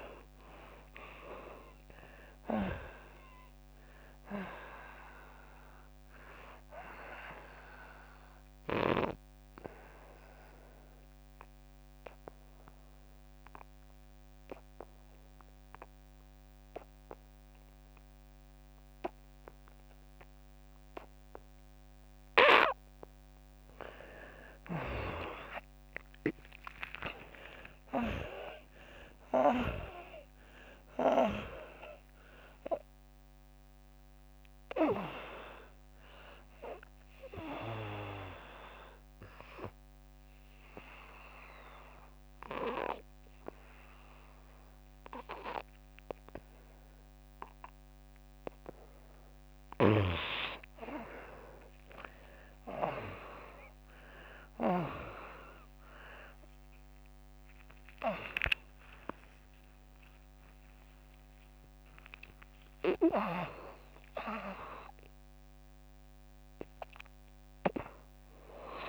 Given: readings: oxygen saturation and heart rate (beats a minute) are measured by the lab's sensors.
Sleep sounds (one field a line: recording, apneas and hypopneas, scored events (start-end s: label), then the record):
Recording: breathing in sleep by a microphone on the trachea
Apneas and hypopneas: 2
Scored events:
0.00-17.50 s: oxygen desaturation (device-marked, oxygen 71% lowest, heart rate 72 extreme)
9.00-23.00 s: obstructive apnea (oxygen 98% before, 76% lowest, heart rate 105 before, 72 extreme, up 16 after)
24.50-45.50 s: oxygen desaturation (device-marked, oxygen 99% before, 77% lowest, heart rate 88 before, 71 extreme)
25.50-30.50 s: arousal
40.00-50.00 s: obstructive apnea (oxygen 99% before, 75% lowest, heart rate 88 before, 71 extreme, up 18 after)
53.00-57.50 s: arousal
56.50-67.50 s: oxygen desaturation (device-marked, oxygen 98% before, 87% lowest, heart rate 83 before, 75 extreme)
From the record:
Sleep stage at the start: N2 (light sleep)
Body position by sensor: on the right side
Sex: female